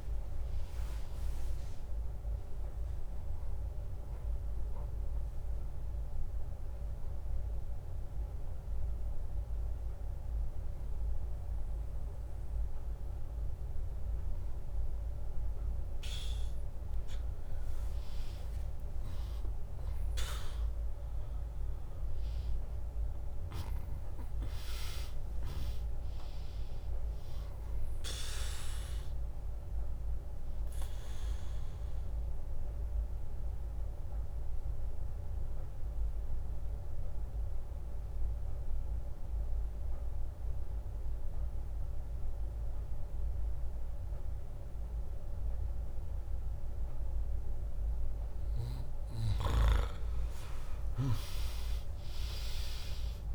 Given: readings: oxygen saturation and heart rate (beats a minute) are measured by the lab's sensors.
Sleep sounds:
breathing in sleep by a room microphone; 2
0.00-7.00 s: drop in pulse transit time (device-marked, heart rate 72 extreme)
0.00-10.00 s: oxygen desaturation (device-marked, oxygen 96% lowest, heart rate 61 extreme)
1.50-16.00 s: obstructive apnea (oxygen 100% before, 95% lowest, heart rate 78 before, 61 extreme)
18.00-22.50 s: arousal
32.50-48.00 s: obstructive apnea (oxygen 100% before, 95% lowest, heart rate 71 before, 57 extreme, up 6 after)
42.00-47.00 s: bradycardia (device-marked, heart rate 74 before, 57 extreme)
52.00-53.35 s: arousal
52.00-53.35 s: oxygen desaturation (device-marked, oxygen 100% before, 95% lowest, heart rate 69 before, 60 extreme)
From the record:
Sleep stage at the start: N2 (light sleep); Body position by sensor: on the back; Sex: female

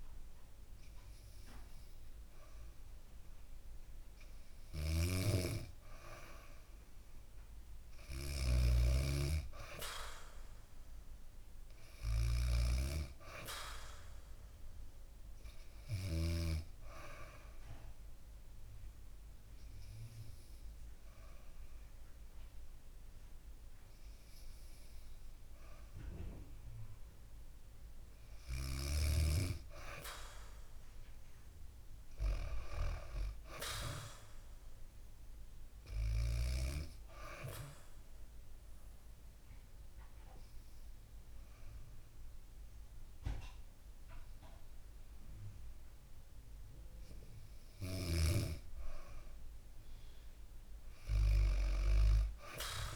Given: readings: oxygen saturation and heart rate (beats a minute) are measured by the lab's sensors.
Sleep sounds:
breathing in sleep by a room microphone; 2
4.00-15.50 s: snoring (device-marked)
13.50-27.00 s: obstructive apnea (oxygen 97% before, 93% lowest, heart rate 63 before, 60 extreme, up 4 after)
27.50-31.50 s: arousal
33.00-48.00 s: oxygen desaturation (device-marked, oxygen 97% before, 94% lowest, heart rate 62 before, 59 extreme)
37.00-47.50 s: obstructive apnea (oxygen 97% before, 93% lowest, heart rate 63 before, 59 extreme, up 3 after)
49.50-52.95 s: arousal
From the record:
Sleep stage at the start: N2 (light sleep); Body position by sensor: on the back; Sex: female

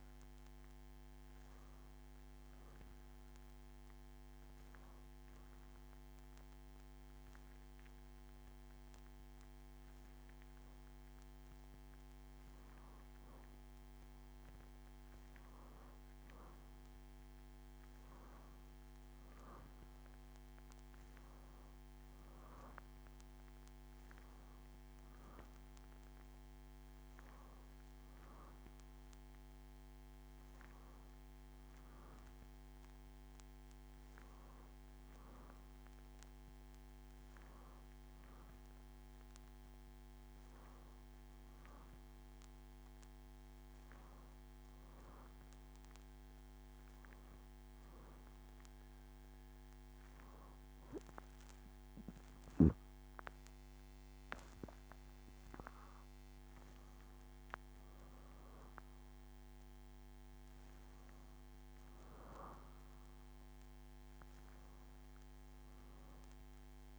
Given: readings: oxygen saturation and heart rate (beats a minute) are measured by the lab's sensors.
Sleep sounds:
breathing in sleep, hard to hear, by a microphone on the trachea; 1
4.50-15.50 s: hypopnea (oxygen 93% before, 91% lowest, heart rate 76 before, 71 extreme, up 3 after)
17.50-21.50 s: arousal
36.50-66.50 s: new sleep stage, N1 (lightest sleep)
52.00-56.50 s: arousal
66.50-66.99 s: new sleep stage, N2 (light sleep)
From the record:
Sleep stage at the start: N2 (light sleep); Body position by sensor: on the back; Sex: female

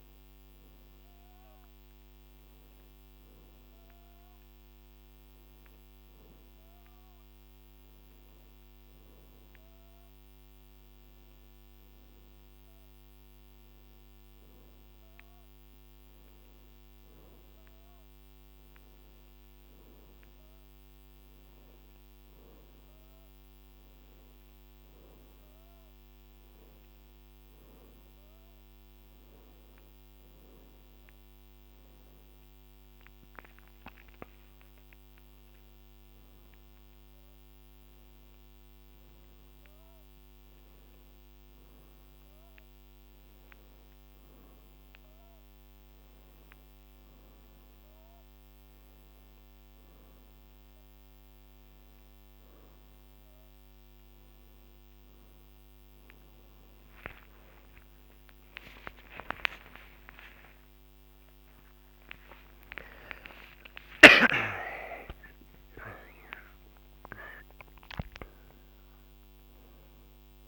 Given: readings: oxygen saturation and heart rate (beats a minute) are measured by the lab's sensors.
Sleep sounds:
a person awake in a sleep study, by a microphone on the trachea; none
63.00-70.48 s: oxygen desaturation (device-marked, oxygen 94% before, 91% lowest, heart rate 85 before, 61 extreme)
65.00-70.48 s: new sleep stage, N1 (lightest sleep)
From the record:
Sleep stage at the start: awake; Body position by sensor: on the back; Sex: female

